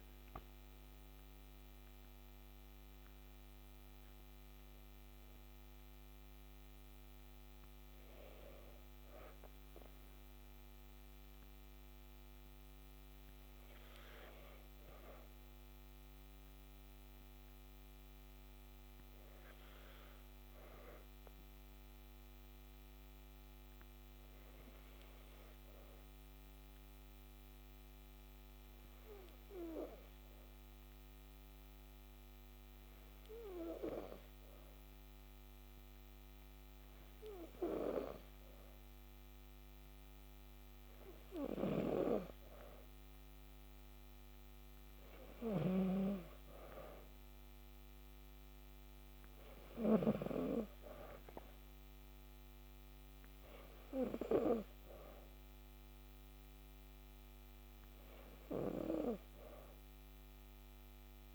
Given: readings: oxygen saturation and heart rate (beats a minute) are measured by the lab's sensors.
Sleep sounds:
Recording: breathing in sleep by a microphone on the trachea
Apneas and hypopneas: 1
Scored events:
0.00-10.00 s: oxygen desaturation (device-marked, oxygen 89% lowest, heart rate 58 extreme)
17.00-20.00 s: arousal
22.50-41.00 s: hypopnea (oxygen 95% before, 91% lowest, heart rate 58 before, 57 extreme, up 2 after)
41.50-50.00 s: snoring (device-marked)
43.50-47.00 s: arousal
46.00-61.35 s: oxygen desaturation (device-marked, oxygen 94% before, 91% lowest, heart rate 58 before, 56 extreme)
From the record:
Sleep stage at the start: N2 (light sleep)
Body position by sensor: on the back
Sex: female

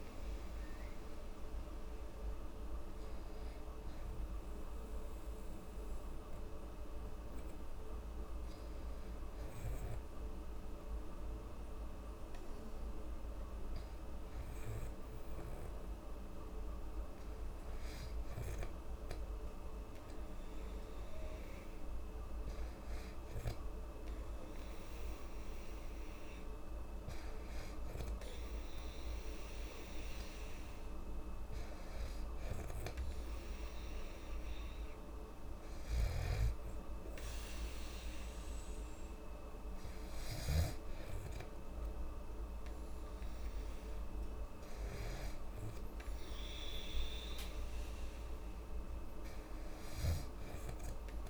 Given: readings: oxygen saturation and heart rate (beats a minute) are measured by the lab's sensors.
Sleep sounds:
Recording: breathing in sleep, hard to hear, by a room microphone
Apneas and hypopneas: none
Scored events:
23.00-34.00 s: oxygen desaturation (device-marked, oxygen 98% before, 94% lowest, heart rate 68 before, 69 extreme)
From the record:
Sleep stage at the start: N2 (light sleep)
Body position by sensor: on the back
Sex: female

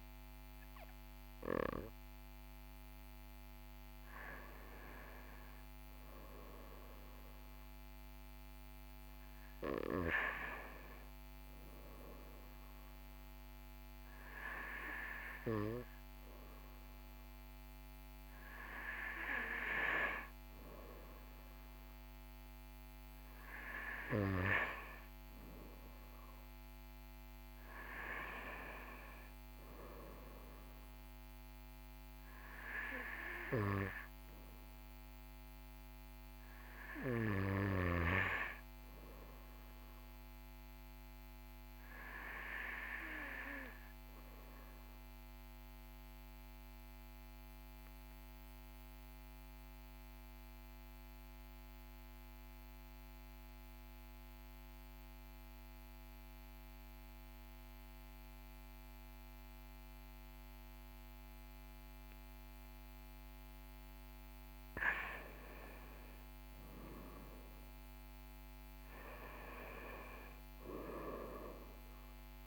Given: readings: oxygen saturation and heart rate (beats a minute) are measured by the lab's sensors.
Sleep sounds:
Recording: breathing in sleep by a microphone on the trachea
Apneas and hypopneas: 1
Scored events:
45.00-64.00 s: obstructive apnea (oxygen 97% before, 94% lowest, heart rate 40 before, 40 extreme, up 2 after)
66.00-70.50 s: arousal
From the record:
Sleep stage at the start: N2 (light sleep)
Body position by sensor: on the back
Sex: male

